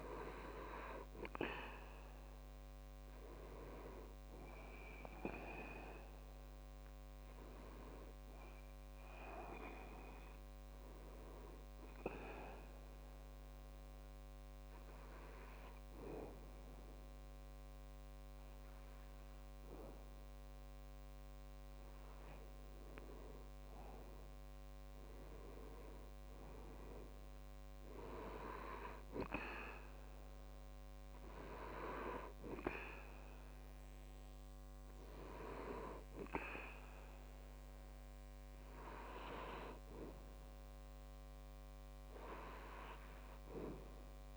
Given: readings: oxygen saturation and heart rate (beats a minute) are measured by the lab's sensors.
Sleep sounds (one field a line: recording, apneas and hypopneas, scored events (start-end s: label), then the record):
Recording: breathing in sleep by a microphone on the trachea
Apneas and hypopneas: 1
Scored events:
0.00-17.00 s: oxygen desaturation (device-marked, oxygen 94% lowest, heart rate 64 extreme)
12.00-23.50 s: obstructive apnea (oxygen 98% before, 94% lowest, heart rate 67 before, 64 extreme, up 3 after)
27.00-30.50 s: arousal
From the record:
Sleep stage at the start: N2 (light sleep)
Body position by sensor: on the back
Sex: male